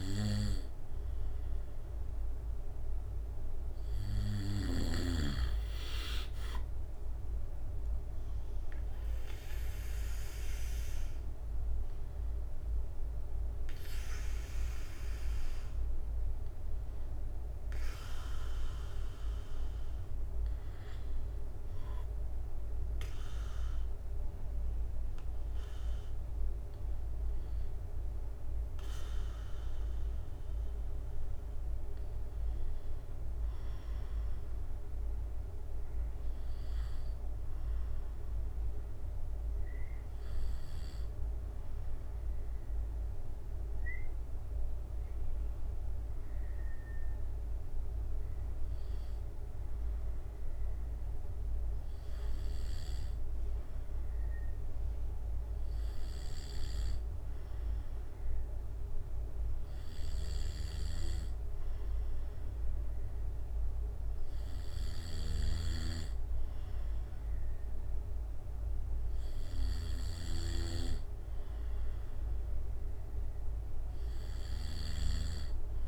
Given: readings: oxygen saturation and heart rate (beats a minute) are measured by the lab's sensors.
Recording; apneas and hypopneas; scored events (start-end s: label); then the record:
breathing in sleep by a room microphone; 1
5.00-35.00 s: new sleep stage, N3 (deep sleep)
7.00-19.00 s: drop in pulse transit time (device-marked, heart rate 68 before, 71 extreme)
35.00-75.88 s: new sleep stage, N2 (light sleep)
40.00-69.50 s: hypopnea (oxygen 97% before, 94% lowest, heart rate 70 before, 67 extreme, up 1 after)
65.50-70.50 s: snoring (device-marked)
From the record:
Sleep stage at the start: N2 (light sleep); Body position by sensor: on the back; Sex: male